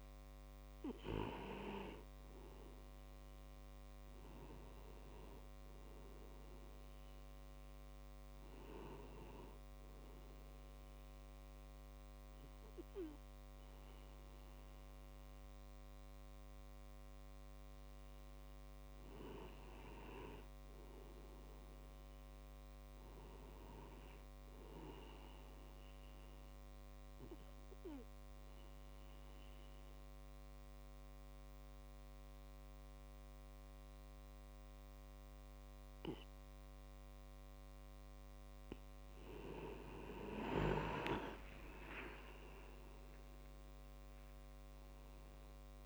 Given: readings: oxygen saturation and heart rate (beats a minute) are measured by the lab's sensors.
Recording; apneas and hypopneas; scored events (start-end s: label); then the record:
breathing in sleep by a microphone on the trachea; 1
4.50-9.50 s: tachycardia (device-marked)
26.50-38.00 s: obstructive apnea (oxygen 95% before, 92% lowest)
39.50-43.50 s: arousal
From the record:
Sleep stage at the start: N2 (light sleep); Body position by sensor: on the back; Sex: male